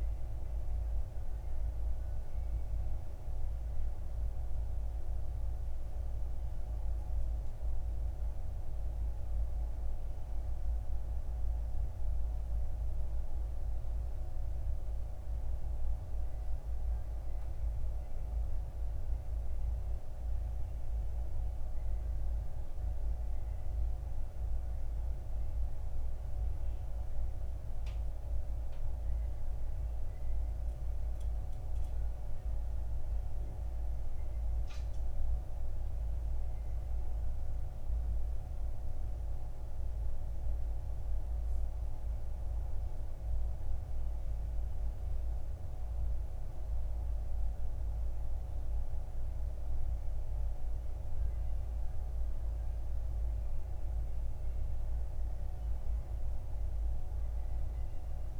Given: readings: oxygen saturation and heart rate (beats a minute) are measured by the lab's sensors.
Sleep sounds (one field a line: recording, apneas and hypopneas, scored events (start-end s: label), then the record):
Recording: breathing in sleep, hard to hear, by a room microphone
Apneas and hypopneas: none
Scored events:
none scored
From the record:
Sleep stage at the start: N2 (light sleep)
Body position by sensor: on the back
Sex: male